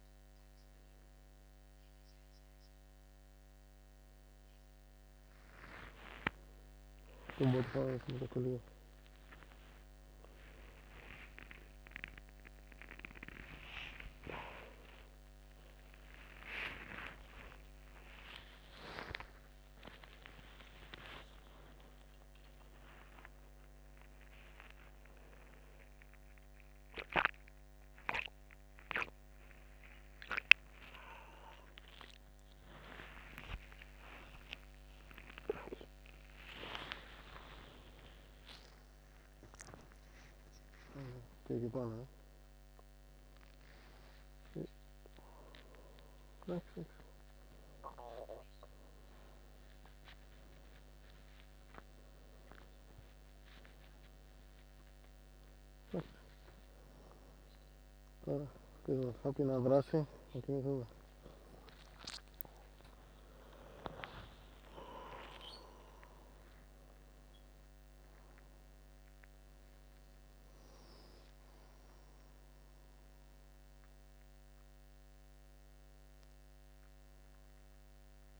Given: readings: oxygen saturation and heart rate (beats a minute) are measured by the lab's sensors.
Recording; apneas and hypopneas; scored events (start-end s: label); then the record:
a person awake in a sleep study, by a microphone on the trachea; none
7.50-26.50 s: oxygen desaturation (device-marked, oxygen 97% before, 94% lowest, heart rate 74 before, 71 extreme)
62.50-77.50 s: oxygen desaturation (device-marked, oxygen 98% before, 95% lowest, heart rate 83 before, 75 extreme)
From the record:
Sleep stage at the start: awake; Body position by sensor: on the back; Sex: male